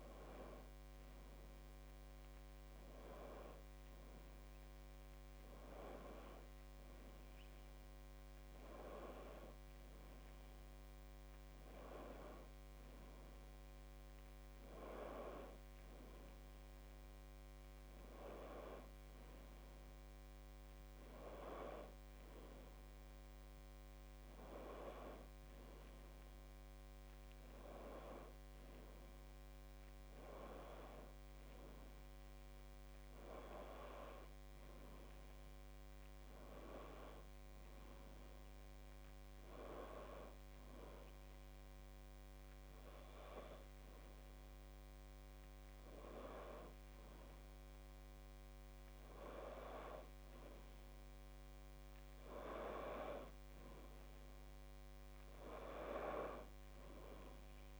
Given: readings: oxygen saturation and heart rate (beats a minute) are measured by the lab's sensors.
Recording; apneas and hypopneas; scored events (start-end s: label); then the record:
breathing in sleep by a microphone on the trachea; none
none scored
From the record:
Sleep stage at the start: N2 (light sleep); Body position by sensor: on the back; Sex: female